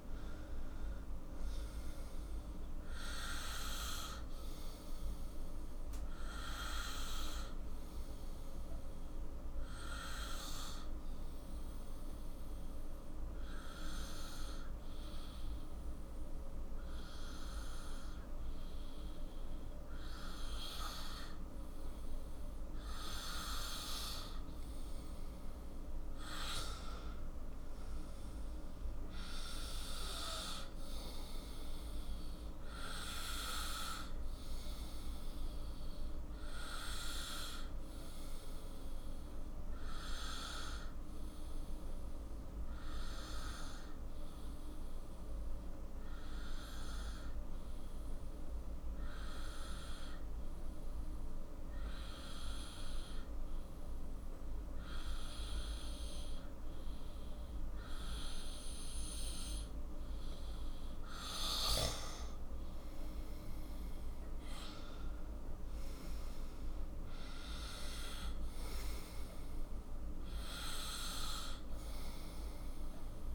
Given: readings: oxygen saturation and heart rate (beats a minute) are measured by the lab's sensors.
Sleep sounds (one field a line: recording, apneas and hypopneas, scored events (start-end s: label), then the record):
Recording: breathing in sleep by a room microphone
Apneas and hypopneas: 2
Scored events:
0.00-8.00 s: oxygen desaturation (device-marked, oxygen 93% lowest, heart rate 47 extreme)
8.00-24.00 s: obstructive apnea (oxygen 97% before, 93% lowest, heart rate 56 before, 46 extreme, up 10 after)
26.50-30.00 s: arousal
38.00-60.00 s: obstructive apnea (oxygen 97% before, 93% lowest, heart rate 53 before, 44 extreme, up 9 after)
62.00-65.50 s: arousal
From the record:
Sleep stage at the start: N2 (light sleep)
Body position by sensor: on the right side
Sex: male